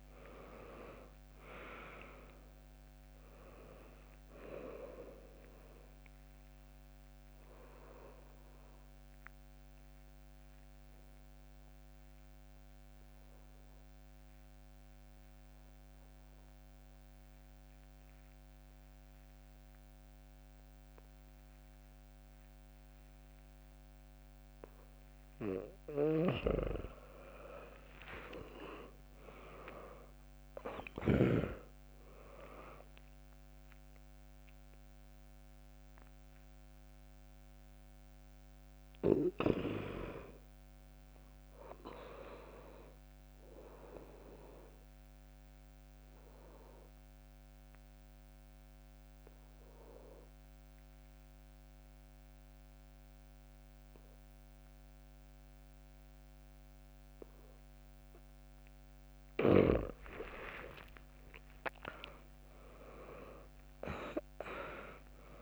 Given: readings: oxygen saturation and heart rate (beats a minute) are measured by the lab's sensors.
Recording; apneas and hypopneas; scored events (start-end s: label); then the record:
breathing in sleep by a microphone on the trachea; 2
0.00-11.00 s: drop in pulse transit time (device-marked, heart rate 72 extreme)
6.50-25.00 s: obstructive apnea (oxygen 100% before, 96% lowest, heart rate 70 before, 59 extreme)
27.50-32.50 s: arousal
31.00-44.00 s: drop in pulse transit time (device-marked, heart rate 73 before, 63 extreme)
32.00-52.00 s: oxygen desaturation (device-marked, oxygen 100% before, 96% lowest, heart rate 72 before, 59 extreme)
41.50-59.00 s: obstructive apnea (oxygen 100% before, 96% lowest, heart rate 68 before, 59 extreme, up 13 after)
60.50-65.42 s: arousal
63.00-65.42 s: drop in pulse transit time (device-marked, heart rate 72 before, 66 extreme)
From the record:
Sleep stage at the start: N2 (light sleep); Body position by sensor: on the back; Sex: female